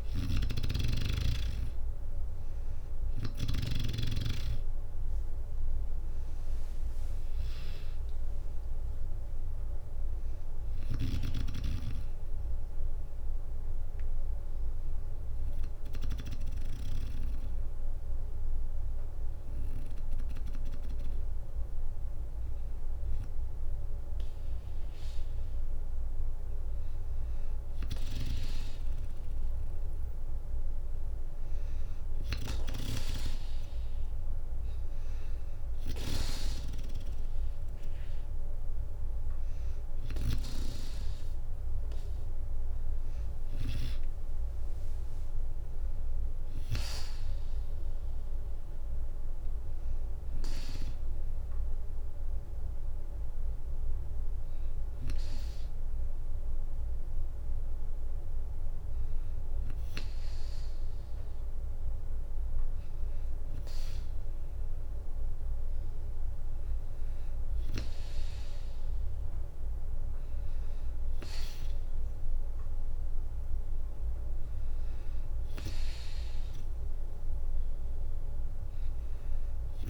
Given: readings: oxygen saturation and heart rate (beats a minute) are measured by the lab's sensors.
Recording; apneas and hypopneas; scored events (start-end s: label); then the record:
breathing in sleep by a room microphone; 1
0.00-3.00 s: snoring (device-marked)
0.00-17.50 s: drop in pulse transit time (device-marked, heart rate 58 extreme)
1.50-14.50 s: oxygen desaturation (device-marked, oxygen 96% before, 92% lowest, heart rate 62 before, 57 extreme)
12.50-24.50 s: bradycardia (device-marked, heart rate 62 before, 57 extreme)
14.00-25.00 s: hypopnea (oxygen 96% before, 94% lowest, heart rate 65 before, 57 extreme, up 6 after)
27.50-30.50 s: arousal
33.50-51.50 s: oxygen desaturation (device-marked, oxygen 98% before, 94% lowest, heart rate 59 before, 59 extreme)
41.50-54.50 s: drop in pulse transit time (device-marked, heart rate 61 before, 59 extreme)
50.50-54.50 s: bradycardia (device-marked, heart rate 62 before, 59 extreme)
From the record:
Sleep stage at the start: N2 (light sleep); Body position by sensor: on the back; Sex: female